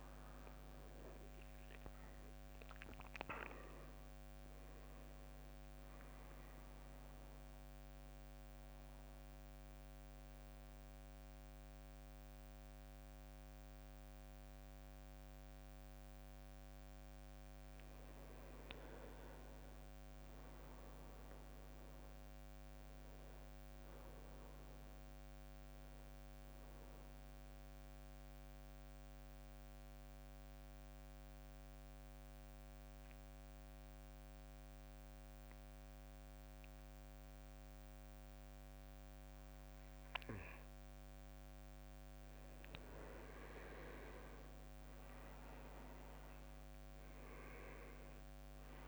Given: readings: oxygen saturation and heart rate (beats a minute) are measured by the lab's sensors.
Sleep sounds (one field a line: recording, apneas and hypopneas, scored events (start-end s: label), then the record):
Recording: breathing in sleep by a microphone on the trachea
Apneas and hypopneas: 2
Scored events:
0.00-13.00 s: drop in pulse transit time (device-marked, heart rate 63 extreme)
0.00-13.00 s: oxygen desaturation (device-marked, oxygen 93% lowest, heart rate 54 extreme)
7.50-9.50 s: long interval between heartbeats (device-marked, heart rate 65 before, 68 extreme)
8.50-18.50 s: central apnea (oxygen 99% before, 92% lowest, heart rate 65 before, 54 extreme, up 10 after)
20.50-23.50 s: arousal
28.50-42.50 s: mixed apnea (oxygen 98% before, 92% lowest, heart rate 62 before, 53 extreme, up 17 after)
43.50-44.50 s: leg movement (device-marked)
44.00-48.88 s: arousal
47.00-48.88 s: drop in pulse transit time (device-marked, heart rate 59 before, 55 extreme)
47.00-48.88 s: oxygen desaturation (device-marked, oxygen 98% before, 92% lowest, heart rate 59 before, 53 extreme)
From the record:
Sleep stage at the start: N2 (light sleep)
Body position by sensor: on the back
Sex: male